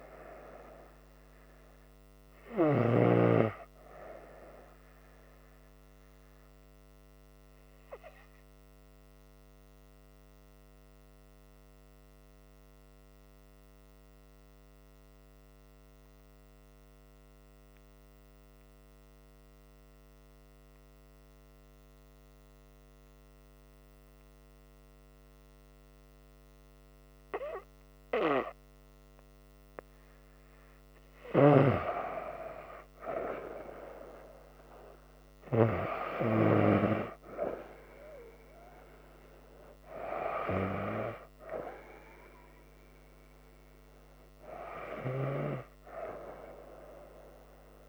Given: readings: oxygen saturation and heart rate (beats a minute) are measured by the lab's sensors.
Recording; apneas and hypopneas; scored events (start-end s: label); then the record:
breathing in sleep by a microphone on the trachea; 1
8.00-30.00 s: obstructive apnea (oxygen 99% before, 95% lowest, heart rate 69 before, 65 extreme, up 3 after)
12.00-24.00 s: oxygen desaturation (device-marked, oxygen 98% before, 95% lowest, heart rate 68 before, 67 extreme)
32.00-36.50 s: arousal
From the record:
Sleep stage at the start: N2 (light sleep); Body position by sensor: on the front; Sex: female